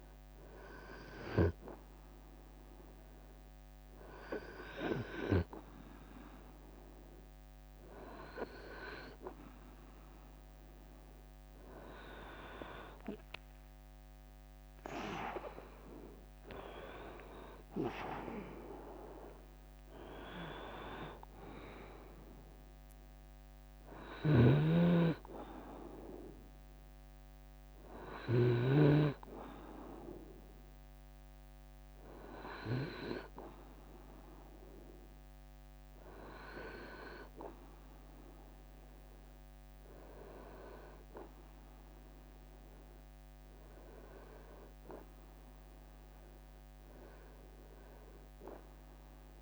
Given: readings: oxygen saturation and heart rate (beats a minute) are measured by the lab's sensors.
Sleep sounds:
breathing in sleep by a microphone on the trachea; none
13.50-26.50 s: drop in pulse transit time (device-marked, heart rate 78 before, 68 extreme)
14.00-19.00 s: arousal
23.50-28.00 s: snoring (device-marked)
From the record:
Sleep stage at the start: REM sleep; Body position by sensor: on the right side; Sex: male

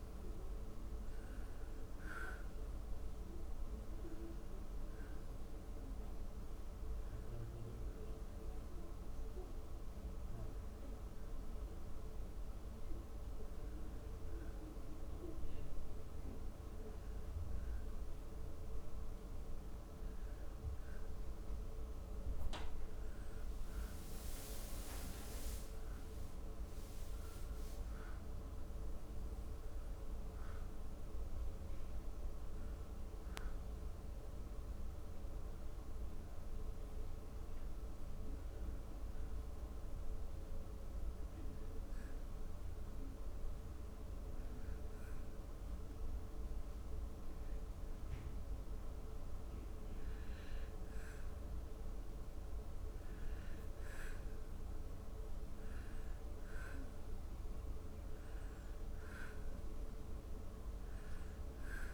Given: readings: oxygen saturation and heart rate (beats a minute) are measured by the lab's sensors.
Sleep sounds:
breathing in sleep, hard to hear, by a room microphone; 2
0.00-18.00 s: oxygen desaturation (device-marked, oxygen 89% lowest, heart rate 80 extreme)
5.50-20.00 s: hypopnea (oxygen 95% before, 89% lowest, heart rate 77 before, 80 extreme, up 5 after)
23.00-26.50 s: arousal
35.50-49.50 s: hypopnea (oxygen 97% before, 89% lowest, heart rate 83 before, 77 extreme, up 2 after)
50.00-61.94 s: oxygen desaturation (device-marked, oxygen 96% before, 92% lowest, heart rate 83 before, 73 extreme)
52.50-56.50 s: arousal
From the record:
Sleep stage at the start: N2 (light sleep); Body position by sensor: on the back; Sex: male

